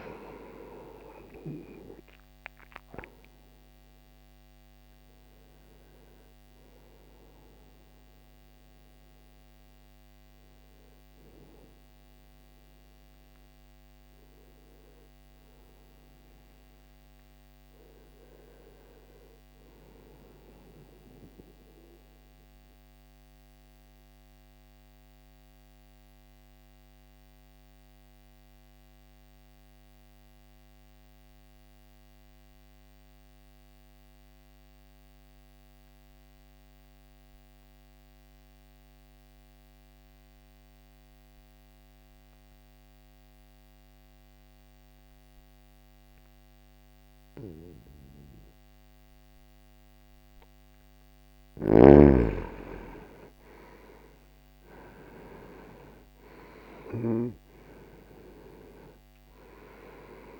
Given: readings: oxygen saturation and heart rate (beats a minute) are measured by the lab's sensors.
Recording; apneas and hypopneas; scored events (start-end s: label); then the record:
breathing in sleep by a microphone on the trachea; 1
0.00-13.50 s: oxygen desaturation (device-marked, oxygen 92% lowest, heart rate 60 extreme)
20.00-50.50 s: obstructive apnea (oxygen 96% before, 87% lowest, heart rate 64 before, 60 extreme, up 1 after)
22.50-32.50 s: oxygen desaturation (device-marked, oxygen 95% before, 91% lowest, heart rate 65 before, 60 extreme)
46.50-60.40 s: oxygen desaturation (device-marked, oxygen 99% before, 89% lowest, heart rate 61 before, 60 extreme)
53.00-57.00 s: arousal
From the record:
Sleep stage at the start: N2 (light sleep); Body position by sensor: on the right side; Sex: male